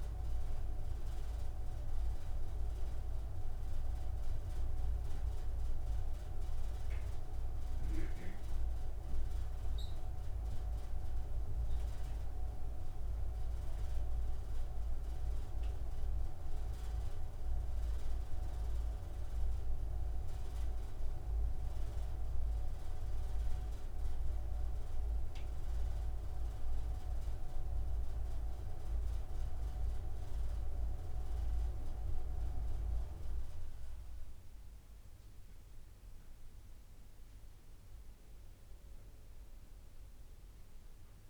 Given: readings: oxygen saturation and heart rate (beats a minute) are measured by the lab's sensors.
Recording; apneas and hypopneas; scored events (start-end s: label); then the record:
breathing in sleep by a room microphone; none
none scored
From the record:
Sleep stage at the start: N3 (deep sleep); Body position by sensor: on the front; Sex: male